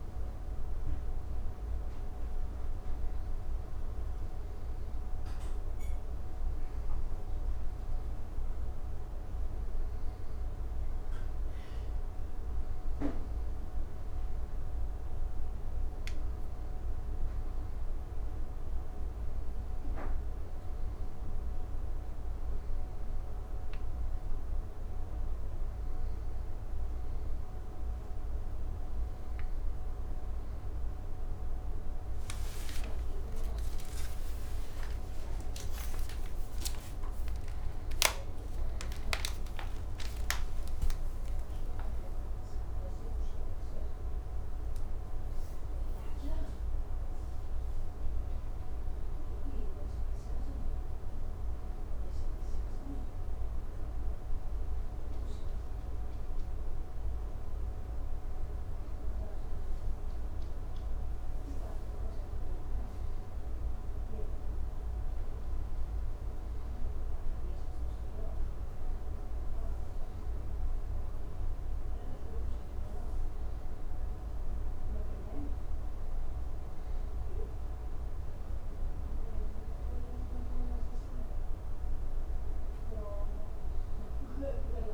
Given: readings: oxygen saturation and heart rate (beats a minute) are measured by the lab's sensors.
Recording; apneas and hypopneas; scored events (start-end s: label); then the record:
breathing in sleep, hard to hear, by a room microphone; none
33.00-40.00 s: arousal
62.50-84.94 s: new sleep stage, N2 (light sleep)
From the record:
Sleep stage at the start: N1 (lightest sleep); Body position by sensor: on the back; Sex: male